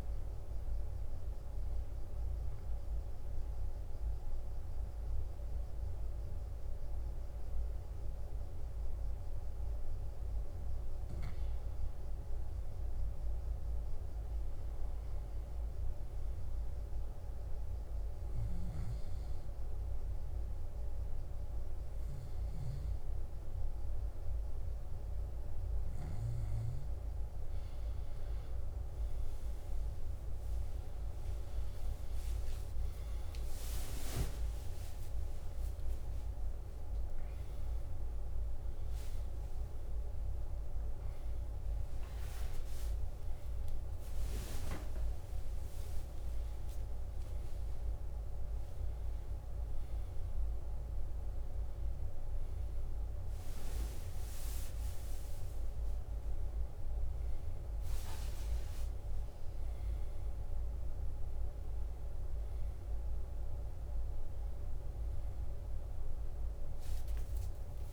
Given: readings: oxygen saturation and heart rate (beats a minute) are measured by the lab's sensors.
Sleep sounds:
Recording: a person awake in a sleep study, hard to hear, by a room microphone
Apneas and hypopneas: 1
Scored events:
11.50-14.50 s: arousal
14.50-30.50 s: oxygen desaturation (device-marked, oxygen 95% before, 92% lowest, heart rate 65 before, 62 extreme)
18.50-28.50 s: hypopnea (oxygen 95% before, 90% lowest, heart rate 65 before, 62 extreme, up 12 after)
29.50-67.93 s: new sleep stage, awake
39.50-58.50 s: oxygen desaturation (device-marked, oxygen 93% before, 90% lowest, heart rate 67 before, 68 extreme)
45.00-47.00 s: long interval between heartbeats (device-marked, heart rate 71 before, 88 extreme)
From the record:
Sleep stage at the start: N2 (light sleep)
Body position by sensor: on the back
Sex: male

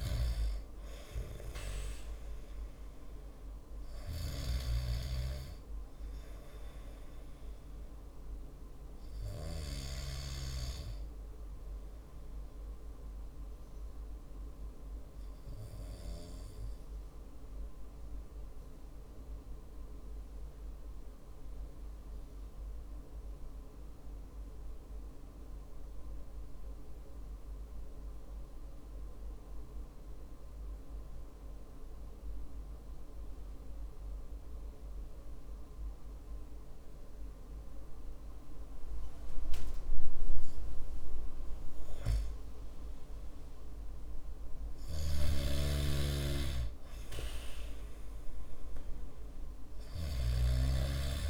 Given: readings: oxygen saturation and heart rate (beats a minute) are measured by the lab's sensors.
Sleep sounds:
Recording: breathing in sleep by a room microphone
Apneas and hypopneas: 1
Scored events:
17.50-39.50 s: hypopnea (oxygen 97% before, 94% lowest, heart rate 57 before, 51 extreme, up 10 after)
42.00-46.50 s: arousal
43.50-50.50 s: oxygen desaturation (device-marked, oxygen 97% before, 94% lowest, heart rate 55 before, 49 extreme)
45.00-50.50 s: snoring (device-marked)
From the record:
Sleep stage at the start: N2 (light sleep)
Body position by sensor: on the back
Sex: male

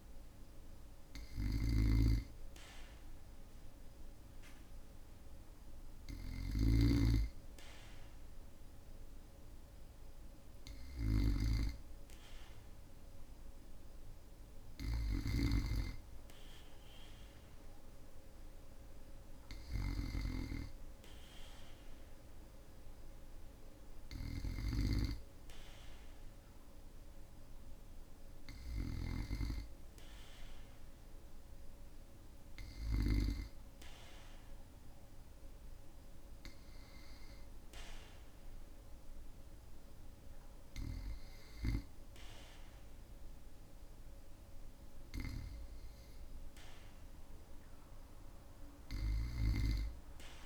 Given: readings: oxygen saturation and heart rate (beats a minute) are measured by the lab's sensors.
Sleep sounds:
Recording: breathing in sleep by a room microphone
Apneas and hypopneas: none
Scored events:
none scored
From the record:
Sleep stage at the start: N2 (light sleep)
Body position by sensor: on the back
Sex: male

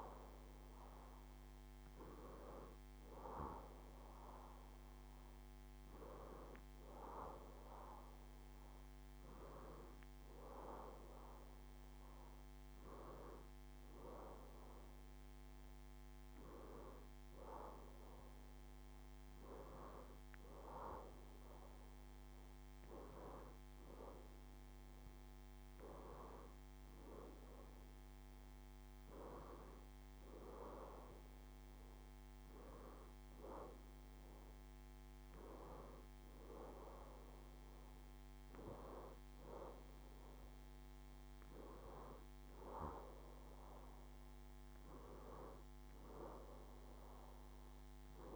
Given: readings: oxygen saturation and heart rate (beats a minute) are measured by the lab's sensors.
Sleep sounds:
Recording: breathing in sleep by a microphone on the trachea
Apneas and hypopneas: none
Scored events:
none scored
From the record:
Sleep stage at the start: N2 (light sleep)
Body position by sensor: on the back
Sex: female

